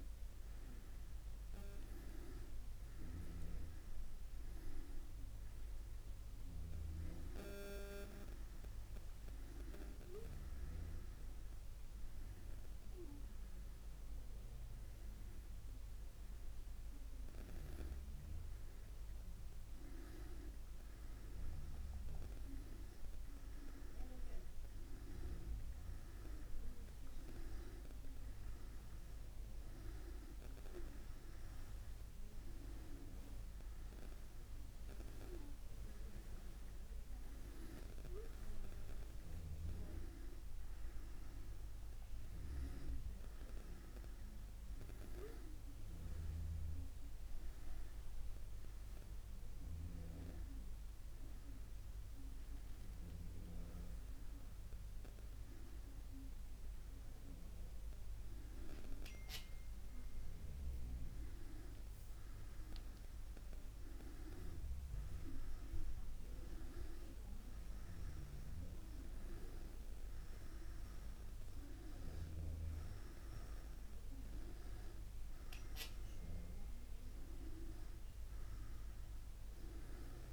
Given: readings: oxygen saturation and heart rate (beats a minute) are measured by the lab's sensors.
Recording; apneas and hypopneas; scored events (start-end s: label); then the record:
breathing in sleep by a room microphone; none
none scored
From the record:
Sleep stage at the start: N1 (lightest sleep); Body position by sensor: on the back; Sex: male